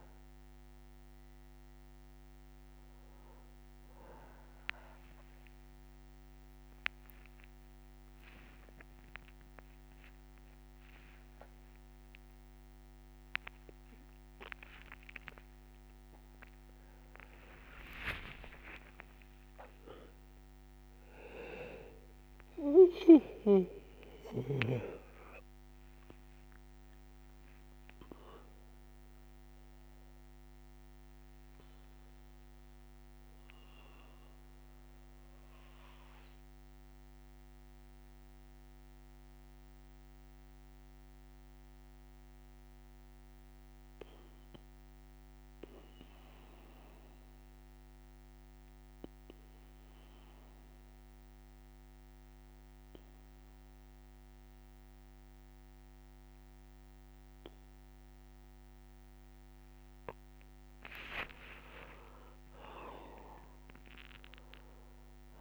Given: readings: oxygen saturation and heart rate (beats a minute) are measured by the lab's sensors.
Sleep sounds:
breathing in sleep by a microphone on the trachea; 1
0.00-10.50 s: oxygen desaturation (device-marked, oxygen 91% lowest, heart rate 63 extreme)
12.50-42.50 s: new sleep stage, N1 (lightest sleep)
19.00-21.00 s: long interval between heartbeats (device-marked, heart rate 65 before, 85 extreme)
22.00-27.00 s: arousal
23.50-28.50 s: tachycardia (device-marked, heart rate 64 before, 119 extreme)
26.00-28.00 s: long interval between heartbeats (device-marked, heart rate 71 before, 92 extreme)
29.50-34.50 s: oxygen desaturation (device-marked, oxygen 99% before, 96% lowest, heart rate 80 before, 59 extreme)
34.50-60.00 s: mixed apnea (oxygen 99% before, 93% lowest, heart rate 87 before, 58 extreme, up 3 after)
38.50-40.50 s: bradycardia (device-marked, heart rate 65 before, 60 extreme)
42.50-65.41 s: new sleep stage, N2 (light sleep)
58.50-65.41 s: oxygen desaturation (device-marked, oxygen 99% before, 94% lowest, heart rate 61 before, 58 extreme)
61.00-65.41 s: arousal
From the record:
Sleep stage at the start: N2 (light sleep); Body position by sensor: on the back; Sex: male

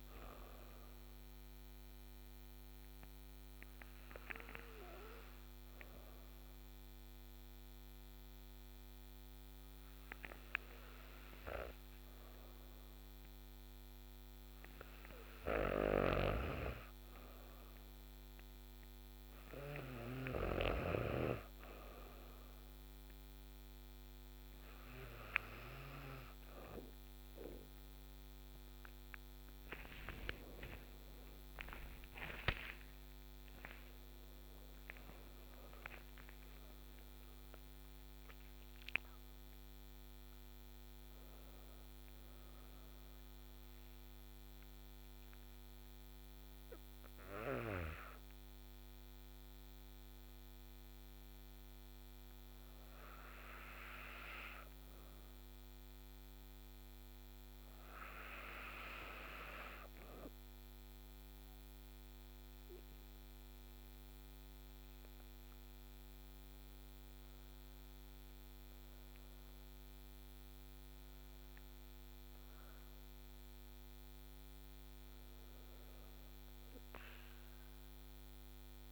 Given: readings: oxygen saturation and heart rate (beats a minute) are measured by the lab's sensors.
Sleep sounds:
breathing in sleep by a microphone on the trachea; 2
0.50-14.00 s: hypopnea (oxygen 98% before, 94% lowest, heart rate 54 before, 52 extreme, up 5 after)
28.50-35.00 s: arousal
44.00-55.50 s: hypopnea (oxygen 97% before, 95% lowest, heart rate 74 before, 50 extreme, up 5 after)
64.00-68.50 s: arousal
From the record:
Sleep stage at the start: N2 (light sleep); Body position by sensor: on the back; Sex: female

